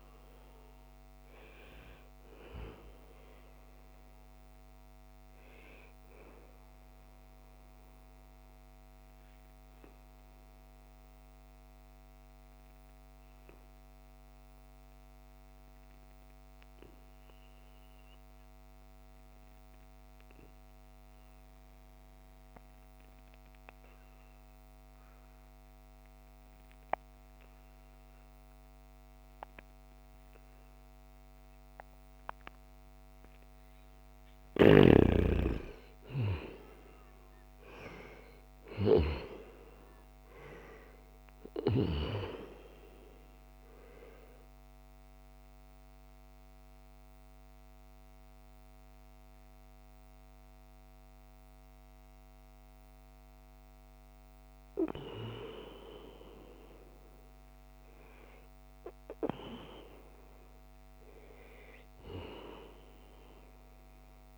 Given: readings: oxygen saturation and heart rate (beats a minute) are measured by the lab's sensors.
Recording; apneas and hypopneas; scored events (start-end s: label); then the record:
breathing in sleep by a microphone on the trachea; 2
0.00-15.00 s: oxygen desaturation (device-marked, oxygen 88% lowest, heart rate 68 extreme)
7.00-33.50 s: obstructive apnea (oxygen 95% before, 88% lowest, heart rate 78 before, 68 extreme, up 6 after)
32.00-63.00 s: oxygen desaturation (device-marked, oxygen 97% before, 88% lowest, heart rate 73 before, 69 extreme)
35.00-39.00 s: arousal
45.00-55.00 s: obstructive apnea (oxygen 97% before, 88% lowest, heart rate 71 before, 77 extreme, up 3 after)
57.50-62.50 s: arousal
From the record:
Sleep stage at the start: N2 (light sleep); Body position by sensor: on the right side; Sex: male